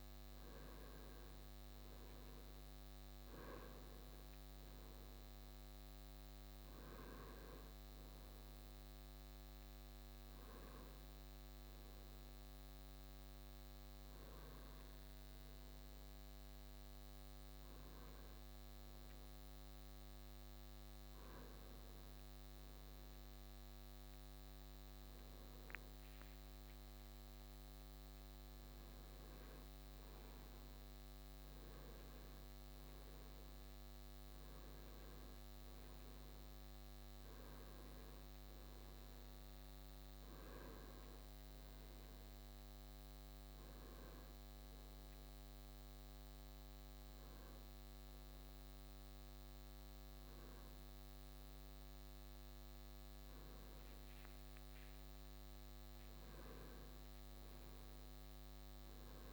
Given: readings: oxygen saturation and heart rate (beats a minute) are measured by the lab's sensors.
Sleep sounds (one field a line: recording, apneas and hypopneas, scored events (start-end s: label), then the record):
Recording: breathing in sleep, hard to hear, by a microphone on the trachea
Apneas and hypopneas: 2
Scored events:
0.00-1.50 s: arousal
11.50-23.50 s: hypopnea (oxygen 96% before, 96% lowest)
27.00-32.00 s: arousal
42.00-55.00 s: hypopnea (oxygen 97% before, 96% lowest)
57.00-59.33 s: arousal
From the record:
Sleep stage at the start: N2 (light sleep)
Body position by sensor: on the right side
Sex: male